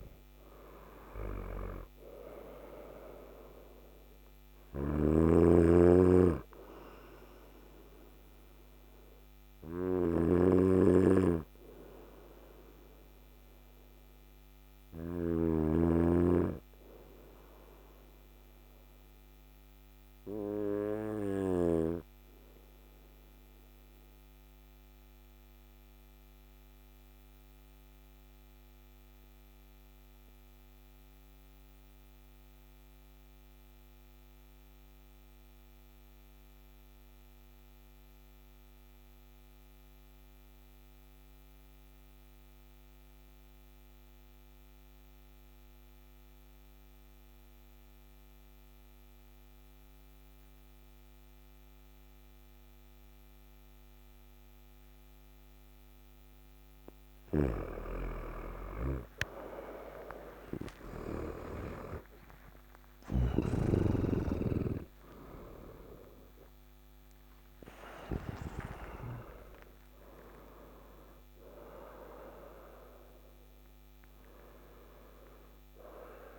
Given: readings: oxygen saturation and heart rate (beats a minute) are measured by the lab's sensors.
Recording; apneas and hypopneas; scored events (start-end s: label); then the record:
breathing in sleep by a microphone on the trachea; 1
0.00-1.50 s: arousal
4.00-14.50 s: snoring (device-marked)
15.50-55.50 s: obstructive apnea (oxygen 95% before, 90% lowest, heart rate 62 before, 55 extreme, up 13 after)
40.50-76.39 s: oxygen desaturation (device-marked, oxygen 99% before, 90% lowest, heart rate 58 before, 56 extreme)
56.50-60.50 s: snoring (device-marked)
59.00-64.50 s: arousal
62.50-67.50 s: snoring (device-marked)
From the record:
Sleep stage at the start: N2 (light sleep); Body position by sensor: on the right side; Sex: male